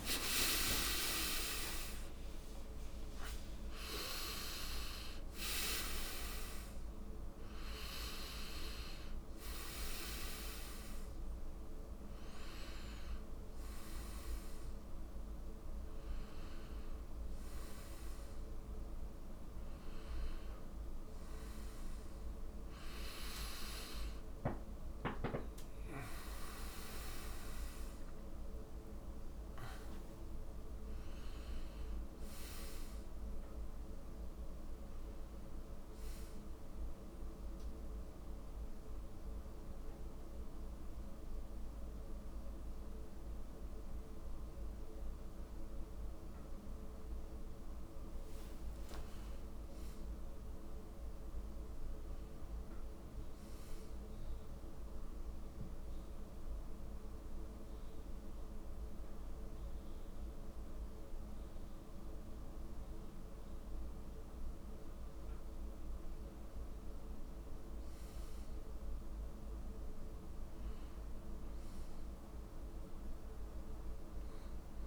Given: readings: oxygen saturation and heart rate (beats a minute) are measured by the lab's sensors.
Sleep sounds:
a person partly awake in a sleep study, by a room microphone; 2
12.50-42.50 s: new sleep stage, N1 (lightest sleep)
26.50-38.50 s: oxygen desaturation (device-marked, oxygen 94% before, 90% lowest)
37.50-49.50 s: hypopnea (oxygen 96% before, 96% lowest)
42.50-74.87 s: new sleep stage, N2 (light sleep)
51.00-54.00 s: arousal
56.00-66.00 s: hypopnea (oxygen 99% before, 96% lowest)
68.00-71.50 s: arousal
From the record:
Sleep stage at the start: awake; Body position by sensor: on the back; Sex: male

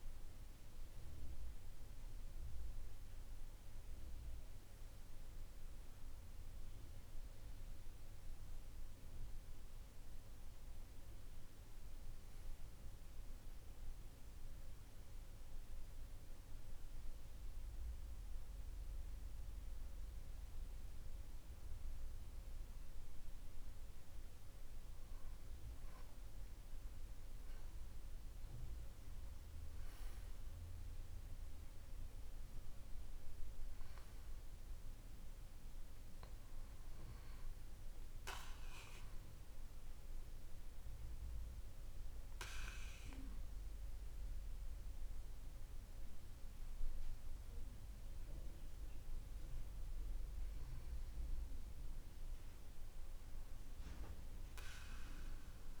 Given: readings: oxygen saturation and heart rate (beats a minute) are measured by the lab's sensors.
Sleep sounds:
breathing in sleep, hard to hear, by a room microphone; 1
4.50-8.50 s: arousal
13.50-26.00 s: mixed apnea (oxygen 97% before, 93% lowest, heart rate 55 before, 53 extreme, up 4 after)
27.50-31.00 s: arousal
29.50-43.50 s: oxygen desaturation (device-marked, oxygen 97% before, 93% lowest, heart rate 56 before, 53 extreme)
From the record:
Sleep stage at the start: REM sleep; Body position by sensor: on the back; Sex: male

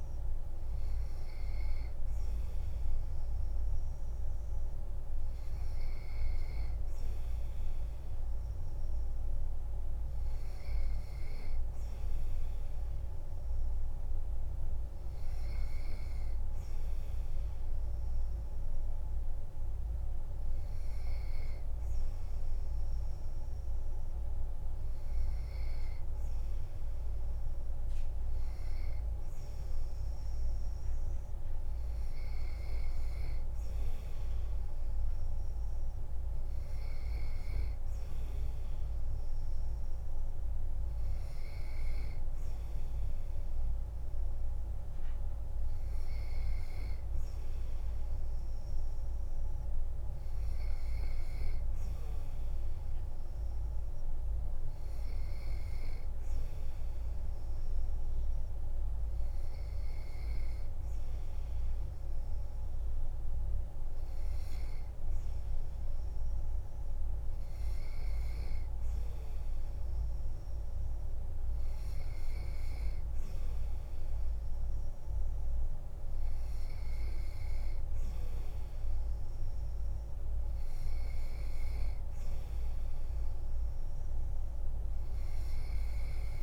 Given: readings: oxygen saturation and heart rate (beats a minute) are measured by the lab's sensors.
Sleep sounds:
breathing in sleep, hard to hear, by a room microphone; none
none scored
From the record:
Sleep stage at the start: N3 (deep sleep); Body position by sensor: on the back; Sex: male

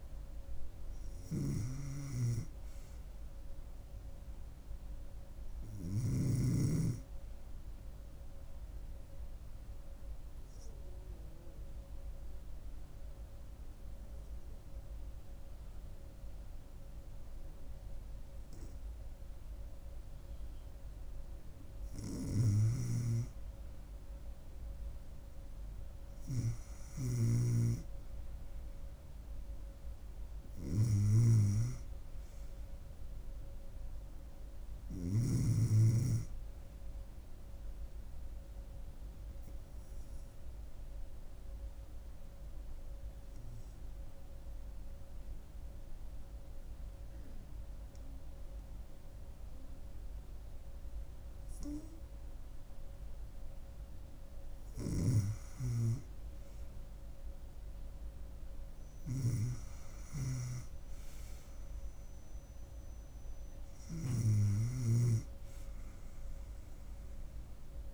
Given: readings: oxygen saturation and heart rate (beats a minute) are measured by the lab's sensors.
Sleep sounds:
breathing in sleep by a room microphone; 2
1.00-6.00 s: snoring (device-marked)
8.50-22.50 s: hypopnea (oxygen 96% before, 93% lowest, heart rate 71 before, 68 extreme, up 2 after)
22.00-35.50 s: snoring (device-marked)
24.50-27.50 s: arousal
37.50-53.00 s: hypopnea (oxygen 97% before, 92% lowest, heart rate 72 before, 68 extreme, up 4 after)
55.00-58.00 s: arousal
58.00-67.94 s: oxygen desaturation (device-marked, oxygen 97% before, 93% lowest, heart rate 70 before, 71 extreme)
From the record:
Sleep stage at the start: N2 (light sleep); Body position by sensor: on the back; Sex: female

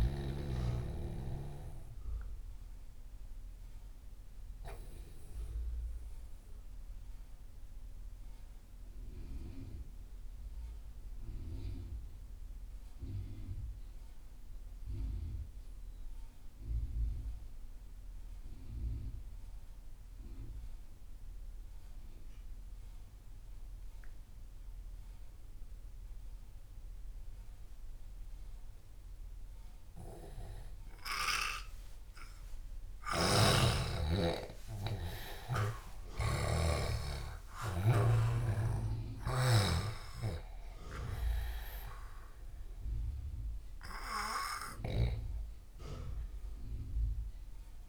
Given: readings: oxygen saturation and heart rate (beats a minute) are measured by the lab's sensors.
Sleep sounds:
breathing in sleep by a room microphone; 1
0.00-19.50 s: oxygen desaturation (device-marked, oxygen 91% lowest)
4.50-30.00 s: mixed apnea (oxygen 98% before, 88% lowest)
32.50-37.50 s: arousal
33.00-39.50 s: snoring (device-marked)
33.50-47.89 s: oxygen desaturation (device-marked, oxygen 98% before, 88% lowest)
From the record:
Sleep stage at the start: N2 (light sleep); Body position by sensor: on the left side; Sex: male

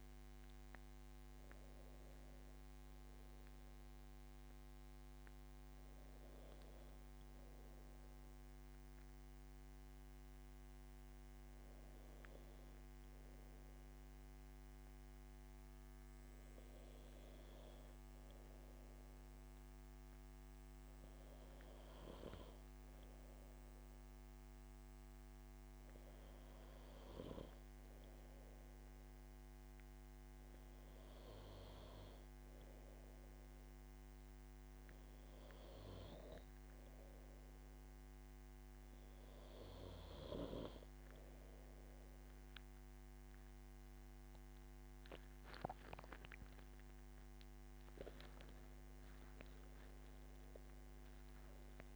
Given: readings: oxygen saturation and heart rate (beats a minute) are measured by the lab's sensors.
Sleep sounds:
breathing in sleep by a microphone on the trachea; 1
14.50-46.00 s: hypopnea (oxygen 97% before, 93% lowest, heart rate 84 before, 77 extreme, up 8 after)
49.00-51.96 s: arousal
From the record:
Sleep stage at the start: N2 (light sleep); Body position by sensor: on the back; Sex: male

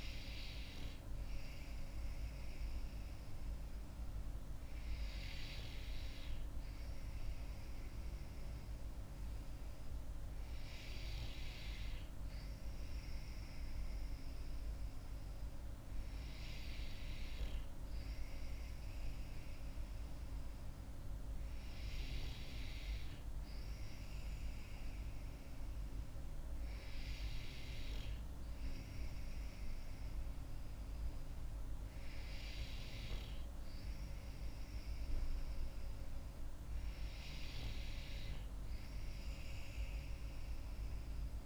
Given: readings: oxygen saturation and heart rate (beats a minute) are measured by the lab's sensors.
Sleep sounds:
breathing in sleep, hard to hear, by a room microphone; none
none scored
From the record:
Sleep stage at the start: N2 (light sleep); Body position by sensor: on the back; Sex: female

